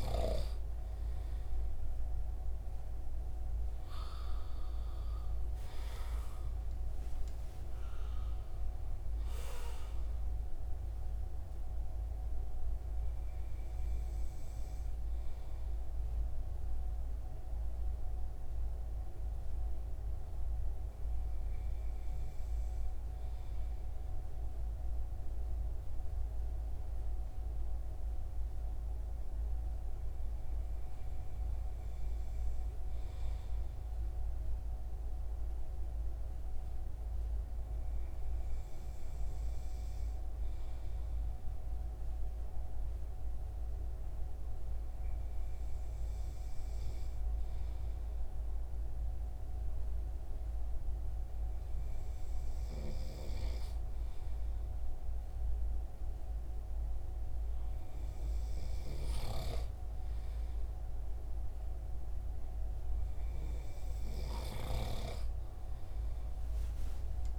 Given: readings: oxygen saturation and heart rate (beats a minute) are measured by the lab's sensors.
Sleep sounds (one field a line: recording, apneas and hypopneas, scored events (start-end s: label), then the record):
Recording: breathing in sleep by a room microphone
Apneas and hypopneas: none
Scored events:
2.00-6.00 s: arousal
3.00-20.00 s: oxygen desaturation (device-marked, oxygen 97% before, 93% lowest, heart rate 68 before, 64 extreme)
From the record:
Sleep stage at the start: N2 (light sleep)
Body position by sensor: on the front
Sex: male